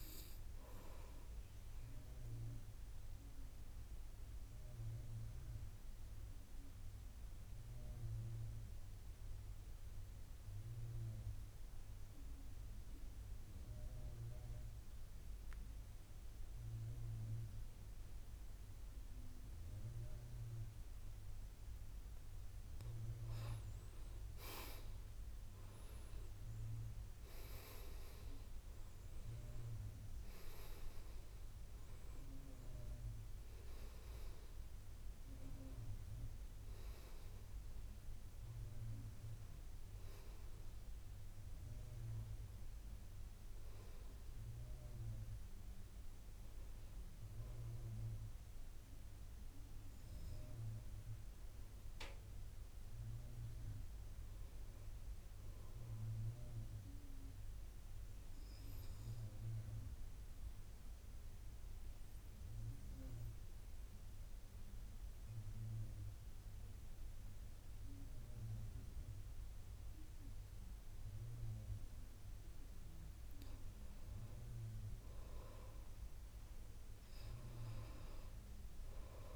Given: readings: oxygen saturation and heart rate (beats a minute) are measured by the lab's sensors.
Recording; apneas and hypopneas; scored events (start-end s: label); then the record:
breathing in sleep by a room microphone; 2
3.50-22.00 s: obstructive apnea (oxygen 99% before, 82% lowest, heart rate 58 before, 58 extreme, up 8 after)
10.00-25.00 s: oxygen desaturation (device-marked, oxygen 97% before, 90% lowest, heart rate 60 before, 55 extreme)
26.00-30.00 s: arousal
27.00-53.00 s: oxygen desaturation (device-marked, oxygen 95% before, 82% lowest, heart rate 61 before, 45 extreme)
59.50-73.00 s: obstructive apnea (oxygen 99% before, 86% lowest, heart rate 57 before, 45 extreme, up 17 after)
66.50-68.50 s: long interval between heartbeats (device-marked, heart rate 54 before, 53 extreme)
75.50-78.50 s: arousal
From the record:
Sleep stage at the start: N2 (light sleep); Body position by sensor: on the back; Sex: male